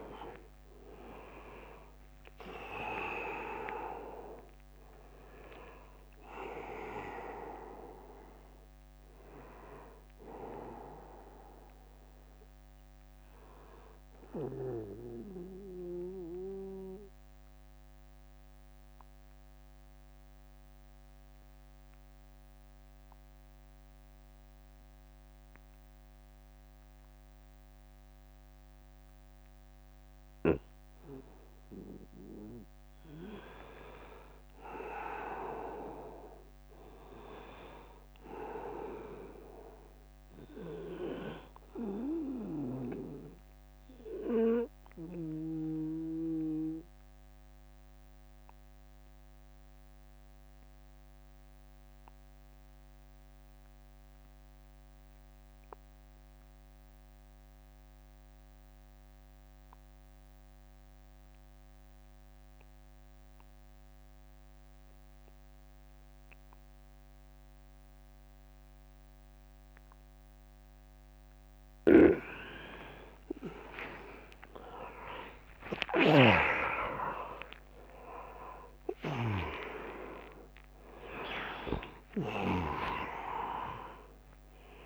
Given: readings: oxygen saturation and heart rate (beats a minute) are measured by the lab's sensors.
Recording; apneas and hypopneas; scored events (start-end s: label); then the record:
breathing in sleep by a microphone on the trachea; 2
0.00-9.00 s: drop in pulse transit time (device-marked, heart rate 77 extreme)
0.00-25.00 s: oxygen desaturation (device-marked, oxygen 87% lowest, heart rate 67 extreme)
14.50-29.50 s: obstructive apnea (oxygen 99% before, 86% lowest, heart rate 80 before, 67 extreme, up 22 after)
15.00-17.00 s: long interval between heartbeats (device-marked, heart rate 80 before, 71 extreme)
33.00-37.00 s: arousal
43.50-71.00 s: obstructive apnea (oxygen 100% before, 84% lowest, heart rate 77 before, 69 extreme, up 7 after)
44.00-59.00 s: oxygen desaturation (device-marked, oxygen 99% before, 92% lowest, heart rate 77 before, 75 extreme)
66.00-81.00 s: oxygen desaturation (device-marked, oxygen 99% before, 93% lowest, heart rate 84 before, 69 extreme)
70.50-72.50 s: long interval between heartbeats (device-marked, heart rate 83 before, 84 extreme)
73.00-81.00 s: arousal
73.00-84.85 s: drop in pulse transit time (device-marked, heart rate 84 before, 71 extreme)
83.00-84.85 s: oxygen desaturation (device-marked, oxygen 95% before, 84% lowest, heart rate 82 before, 69 extreme)
From the record:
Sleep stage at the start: N2 (light sleep); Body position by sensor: on the back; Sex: male